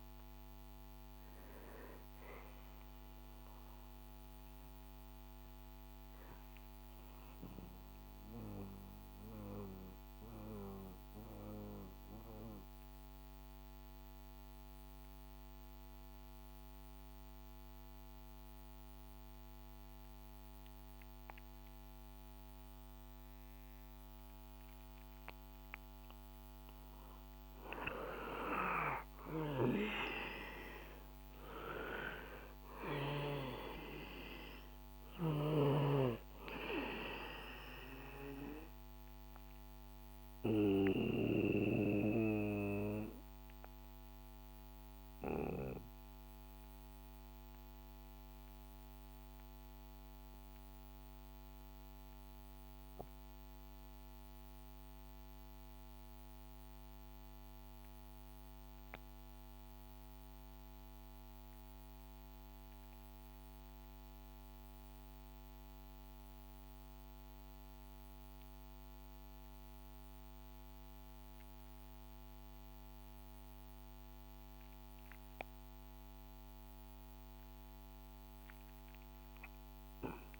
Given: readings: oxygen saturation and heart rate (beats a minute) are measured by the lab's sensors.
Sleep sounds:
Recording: breathing in sleep by a microphone on the trachea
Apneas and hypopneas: 2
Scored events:
7.00-26.00 s: mixed apnea (oxygen 97% before, 92% lowest, heart rate 69 before, 63 extreme, up 4 after)
20.00-80.40 s: new sleep stage, REM sleep
27.00-31.50 s: arousal
31.00-53.00 s: oxygen desaturation (device-marked, oxygen 98% before, 94% lowest, heart rate 63 before, 55 extreme)
39.00-72.50 s: obstructive apnea (oxygen 98% before, 88% lowest, heart rate 65 before, 55 extreme, up 7 after)
66.00-77.00 s: oxygen desaturation (device-marked, oxygen 98% before, 94% lowest, heart rate 65 before, 54 extreme)
79.00-80.40 s: arousal
From the record:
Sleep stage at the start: N2 (light sleep)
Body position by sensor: on the back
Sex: male

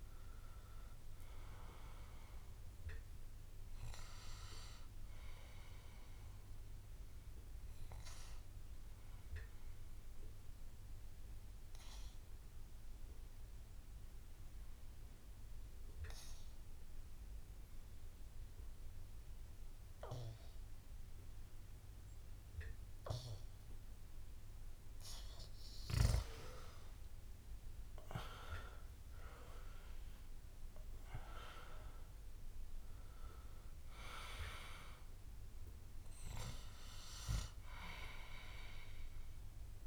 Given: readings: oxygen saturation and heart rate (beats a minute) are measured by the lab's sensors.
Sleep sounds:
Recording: breathing in sleep by a room microphone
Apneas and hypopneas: 1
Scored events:
0.00-14.00 s: oxygen desaturation (device-marked, oxygen 85% lowest)
9.00-24.00 s: obstructive apnea (oxygen 98% before, 87% lowest)
26.50-31.00 s: arousal
36.00-39.86 s: oxygen desaturation (device-marked, oxygen 99% before, 91% lowest)
From the record:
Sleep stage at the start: REM sleep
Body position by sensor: on the back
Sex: male

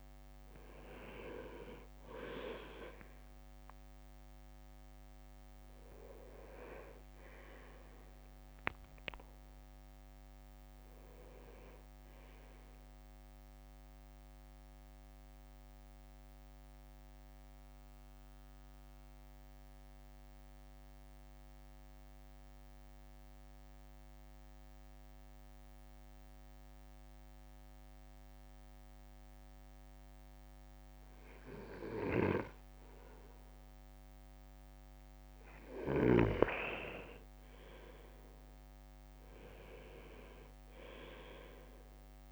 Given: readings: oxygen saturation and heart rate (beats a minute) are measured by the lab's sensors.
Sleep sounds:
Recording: breathing in sleep by a microphone on the trachea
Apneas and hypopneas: 1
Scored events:
3.50-17.50 s: drop in pulse transit time (device-marked, heart rate 54 before, 54 extreme)
4.50-6.50 s: long interval between heartbeats (device-marked, heart rate 54 before, 59 extreme)
5.50-8.50 s: leg movement (device-marked)
9.00-11.00 s: leg movement (device-marked)
15.00-34.50 s: mixed apnea (oxygen 98% before, 96% lowest, heart rate 60 before, 49 extreme, up 2 after)
38.00-41.50 s: arousal
From the record:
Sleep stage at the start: N2 (light sleep)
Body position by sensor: on the right side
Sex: male

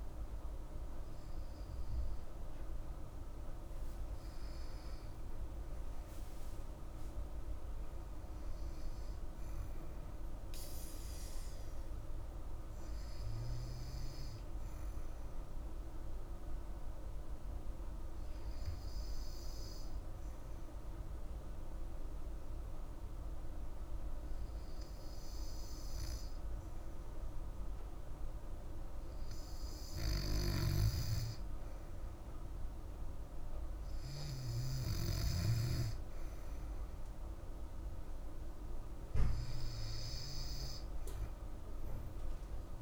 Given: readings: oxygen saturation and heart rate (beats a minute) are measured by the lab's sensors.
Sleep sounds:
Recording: breathing in sleep, hard to hear, by a room microphone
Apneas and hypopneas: 1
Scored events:
6.50-10.50 s: arousal
15.00-28.50 s: hypopnea (oxygen 98% before, 94% lowest, heart rate 54 before, 52 extreme, up 5 after)
From the record:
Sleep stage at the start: N2 (light sleep)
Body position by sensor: on the back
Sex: female

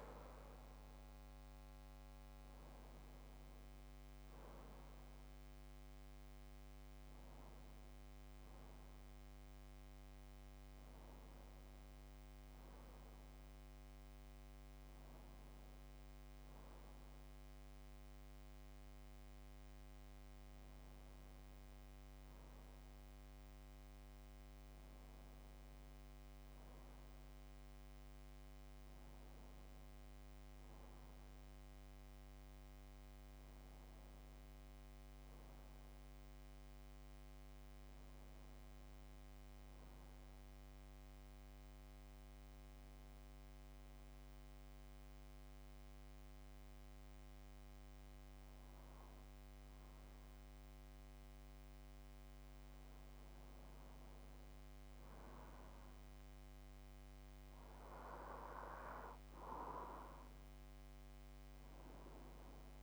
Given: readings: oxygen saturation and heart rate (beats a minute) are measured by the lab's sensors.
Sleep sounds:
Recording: breathing in sleep, hard to hear, by a microphone on the trachea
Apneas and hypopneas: 1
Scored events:
41.50-53.00 s: obstructive apnea (oxygen 97% before, 92% lowest)
57.00-59.50 s: arousal
61.50-62.83 s: oxygen desaturation (device-marked, oxygen 95% before, 92% lowest)
From the record:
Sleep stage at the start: N2 (light sleep)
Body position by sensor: on the back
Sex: male

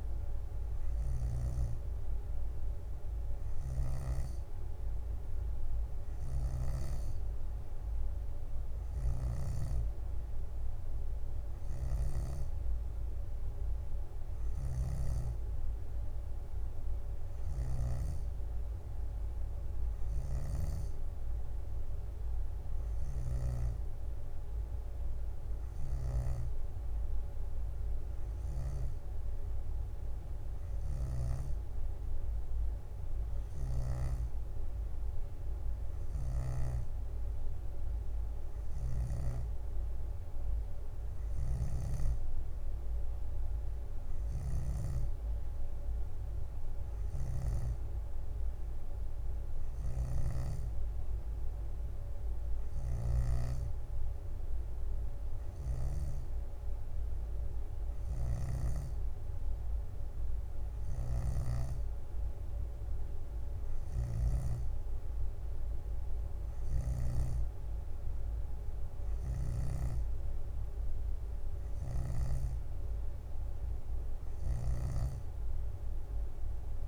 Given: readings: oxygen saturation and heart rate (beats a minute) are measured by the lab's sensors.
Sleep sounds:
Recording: breathing in sleep by a room microphone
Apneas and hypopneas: none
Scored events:
3.50-26.50 s: snoring (device-marked)
19.00-21.00 s: leg movement (device-marked)
32.50-34.50 s: bradycardia (device-marked, heart rate 64 before, 62 extreme)
41.00-43.00 s: leg movement (device-marked)
41.50-45.00 s: snoring (device-marked)
47.00-53.50 s: snoring (device-marked)
47.00-55.00 s: leg movement (device-marked)
58.00-64.50 s: snoring (device-marked)
66.50-70.00 s: snoring (device-marked)
71.50-73.00 s: leg movement (device-marked)
74.00-76.88 s: leg movement (device-marked)
From the record:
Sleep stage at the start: N2 (light sleep)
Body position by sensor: on the back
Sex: female

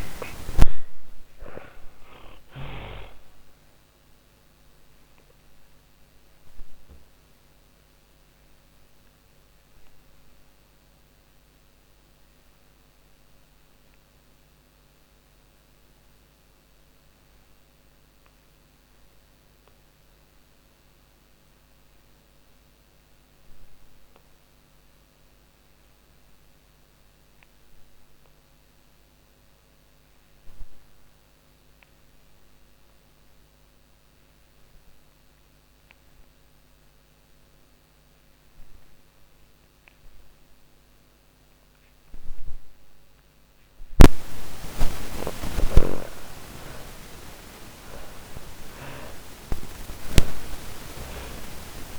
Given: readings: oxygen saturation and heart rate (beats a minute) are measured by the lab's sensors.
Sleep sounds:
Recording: breathing in sleep by a microphone on the trachea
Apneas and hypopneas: 1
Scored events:
0.00-27.00 s: oxygen desaturation (device-marked, oxygen 81% lowest, heart rate 43 extreme)
3.50-41.50 s: obstructive apnea (oxygen 98% before, 77% lowest, heart rate 77 before, 43 extreme, up 56 after)
38.00-51.99 s: oxygen desaturation (device-marked, oxygen 98% before, 77% lowest, heart rate 52 before, 39 extreme)
44.00-49.50 s: snoring (device-marked)
45.00-50.50 s: arousal
From the record:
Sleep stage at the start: N2 (light sleep)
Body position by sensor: on the back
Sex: female

